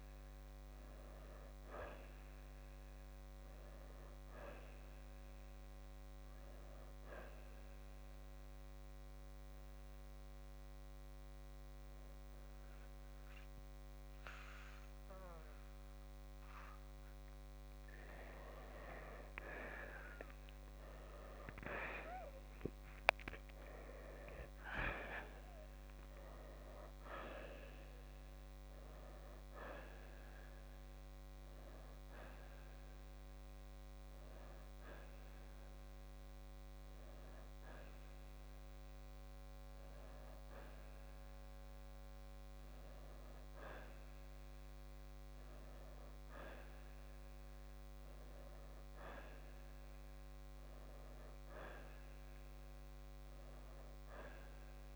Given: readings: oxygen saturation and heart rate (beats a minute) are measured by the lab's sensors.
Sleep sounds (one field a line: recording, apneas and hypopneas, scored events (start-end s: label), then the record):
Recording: breathing in sleep by a microphone on the trachea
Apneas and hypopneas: none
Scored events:
22.00-26.00 s: arousal
30.50-47.50 s: oxygen desaturation (device-marked, oxygen 92% before, 85% lowest, heart rate 67 before, 58 extreme)
From the record:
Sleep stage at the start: N2 (light sleep)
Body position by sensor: on the right side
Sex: male